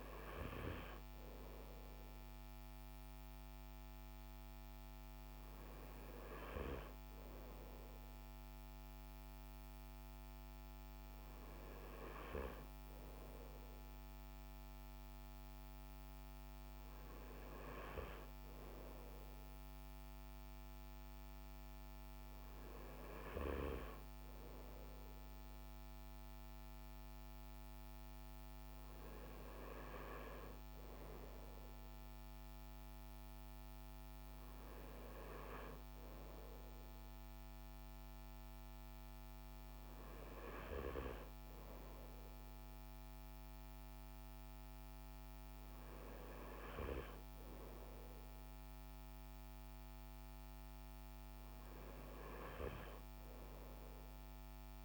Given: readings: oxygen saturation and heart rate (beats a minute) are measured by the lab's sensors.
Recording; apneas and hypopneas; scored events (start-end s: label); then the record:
breathing in sleep by a microphone on the trachea; none
none scored
From the record:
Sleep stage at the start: N2 (light sleep); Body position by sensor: on the front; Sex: male